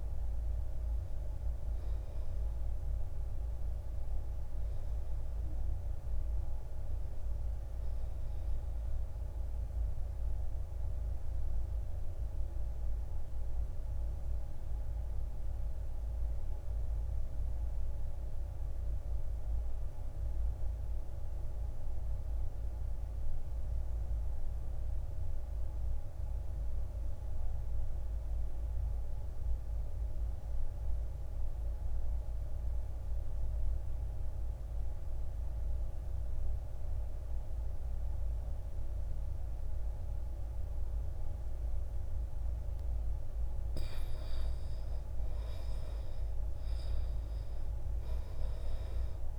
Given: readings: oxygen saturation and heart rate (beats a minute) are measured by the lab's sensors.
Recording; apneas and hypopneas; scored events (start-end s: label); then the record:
breathing in sleep, hard to hear, by a room microphone; 1
0.00-20.50 s: oxygen desaturation (device-marked, oxygen 85% lowest, heart rate 54 extreme)
10.00-43.00 s: obstructive apnea (oxygen 99% before, 79% lowest, heart rate 65 before, 54 extreme, up 10 after)
38.50-49.39 s: oxygen desaturation (device-marked, oxygen 98% before, 79% lowest, heart rate 57 before, 55 extreme)
45.00-49.39 s: arousal
From the record:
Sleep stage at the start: N2 (light sleep); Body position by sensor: on the back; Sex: male